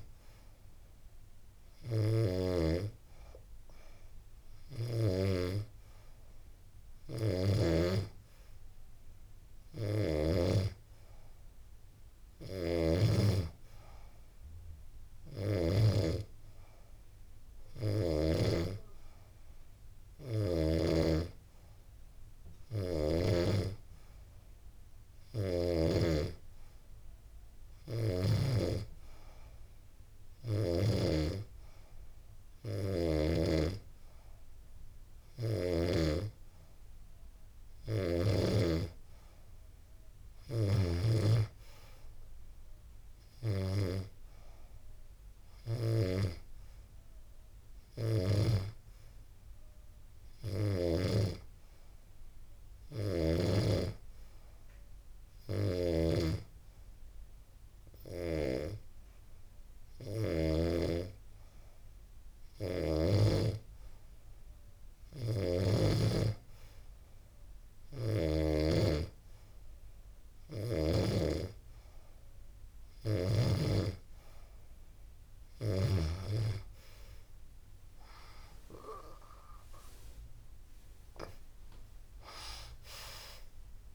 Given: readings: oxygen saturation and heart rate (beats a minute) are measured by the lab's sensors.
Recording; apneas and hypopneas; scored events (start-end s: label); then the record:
breathing in sleep by a room microphone; none
11.50-17.50 s: snoring (device-marked)
67.00-72.50 s: snoring (device-marked)
79.00-83.95 s: arousal
From the record:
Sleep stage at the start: N2 (light sleep); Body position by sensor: on the back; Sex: female